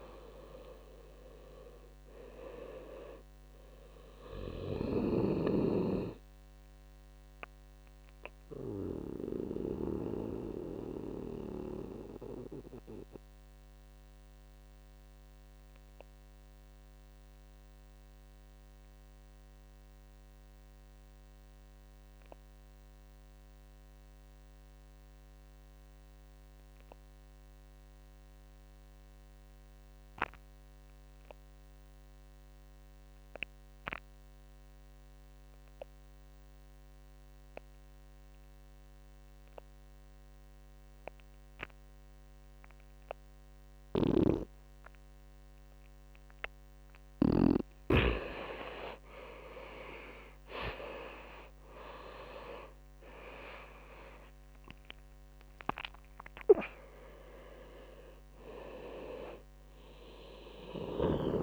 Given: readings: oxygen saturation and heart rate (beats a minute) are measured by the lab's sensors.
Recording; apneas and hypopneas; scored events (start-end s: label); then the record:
breathing in sleep by a microphone on the trachea; 1
0.00-11.00 s: oxygen desaturation (device-marked, oxygen 89% lowest)
7.00-43.50 s: obstructive apnea (oxygen 97% before, 85% lowest)
36.00-61.43 s: oxygen desaturation (device-marked, oxygen 98% before, 85% lowest)
43.00-46.50 s: snoring (device-marked)
49.00-54.00 s: drop in pulse transit time (device-marked)
50.50-55.50 s: arousal
60.00-61.43 s: snoring (device-marked)
From the record:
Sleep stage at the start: N2 (light sleep); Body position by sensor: on the right side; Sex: male